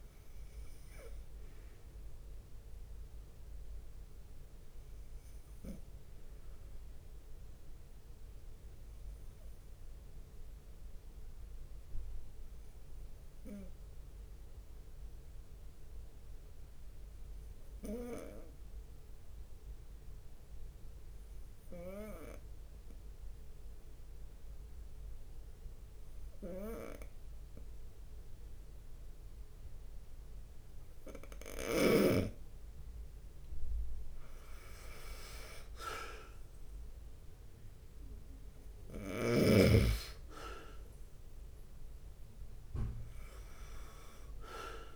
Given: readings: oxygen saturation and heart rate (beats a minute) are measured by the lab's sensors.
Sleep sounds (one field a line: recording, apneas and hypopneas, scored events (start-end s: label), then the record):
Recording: breathing in sleep by a room microphone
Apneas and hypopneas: 1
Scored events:
0.00-2.00 s: drop in pulse transit time (device-marked)
0.00-2.00 s: leg movement (device-marked)
0.00-15.00 s: oxygen desaturation (device-marked, oxygen 92% lowest)
0.00-42.00 s: bradycardia (device-marked)
0.50-2.50 s: long interval between heartbeats (device-marked)
2.50-7.50 s: leg movement (device-marked)
5.00-31.50 s: obstructive apnea (oxygen 98% before, 92% lowest)
16.00-17.50 s: leg movement (device-marked)
19.00-21.00 s: long interval between heartbeats (device-marked)
33.50-40.50 s: leg movement (device-marked)
34.50-40.00 s: arousal
42.00-44.95 s: leg movement (device-marked)
From the record:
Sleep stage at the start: N2 (light sleep)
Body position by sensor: on the right side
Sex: male